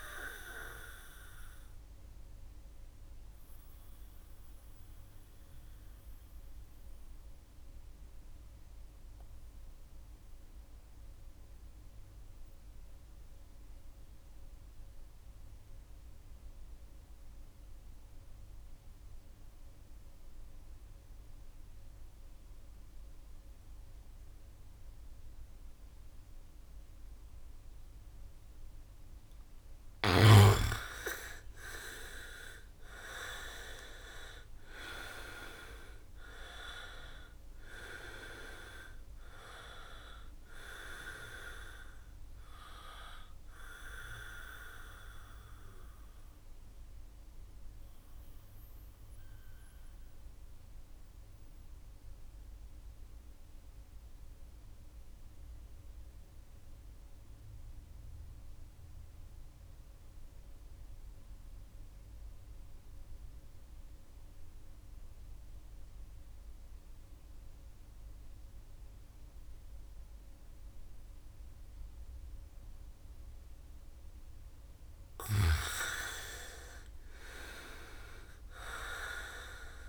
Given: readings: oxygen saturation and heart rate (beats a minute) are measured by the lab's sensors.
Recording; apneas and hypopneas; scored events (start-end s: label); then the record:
breathing in sleep by a room microphone; 2
0.00-15.00 s: oxygen desaturation (device-marked, oxygen 78% lowest, heart rate 62 extreme)
1.00-29.50 s: mixed apnea (oxygen 99% before, 78% lowest, heart rate 66 before, 61 extreme, up 8 after)
30.50-34.00 s: arousal
31.00-60.00 s: oxygen desaturation (device-marked, oxygen 98% before, 79% lowest, heart rate 65 before, 57 extreme)
46.00-74.00 s: mixed apnea (oxygen 99% before, 77% lowest, heart rate 67 before, 57 extreme, up 0 after)
70.00-79.88 s: oxygen desaturation (device-marked, oxygen 100% before, 77% lowest, heart rate 67 before, 57 extreme)
75.00-77.00 s: bradycardia (device-marked, heart rate 67 before, 63 extreme)
76.00-78.00 s: long interval between heartbeats (device-marked, heart rate 68 before, 64 extreme)
76.50-79.88 s: arousal
From the record:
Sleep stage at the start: N2 (light sleep); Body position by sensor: on the back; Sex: male